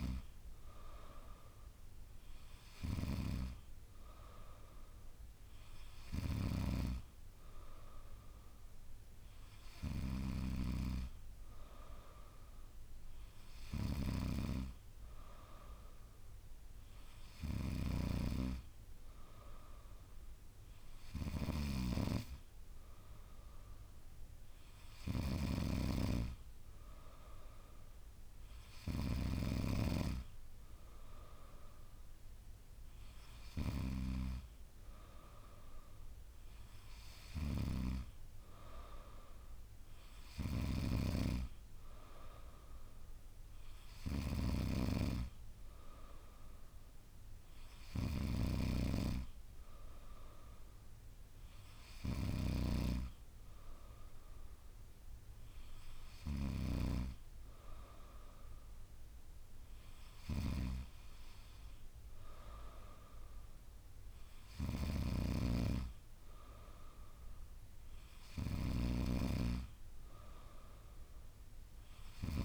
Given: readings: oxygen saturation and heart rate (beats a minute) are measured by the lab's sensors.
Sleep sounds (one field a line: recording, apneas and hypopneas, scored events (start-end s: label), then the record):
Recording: breathing in sleep by a room microphone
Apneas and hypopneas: none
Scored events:
65.00-72.45 s: snoring (device-marked)
From the record:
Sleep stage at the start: N3 (deep sleep)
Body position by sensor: on the back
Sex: female